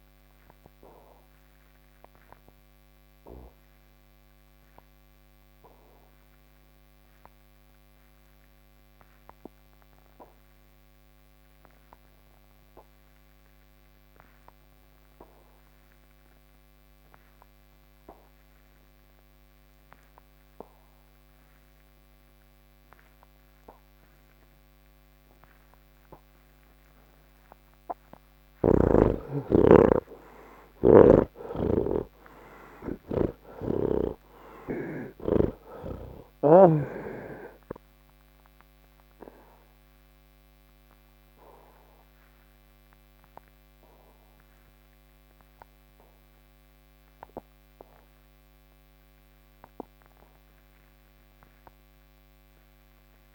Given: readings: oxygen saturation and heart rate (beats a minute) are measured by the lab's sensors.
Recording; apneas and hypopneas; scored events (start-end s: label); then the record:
breathing in sleep by a microphone on the trachea; none
0.00-16.00 s: oxygen desaturation (device-marked, oxygen 76% lowest, heart rate 58 extreme)
33.00-36.50 s: snoring (device-marked)
36.00-53.34 s: new sleep stage, N1 (lightest sleep)
42.00-53.34 s: oxygen desaturation (device-marked, oxygen 91% before, 78% lowest)
From the record:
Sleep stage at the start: N3 (deep sleep); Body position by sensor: on the back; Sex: male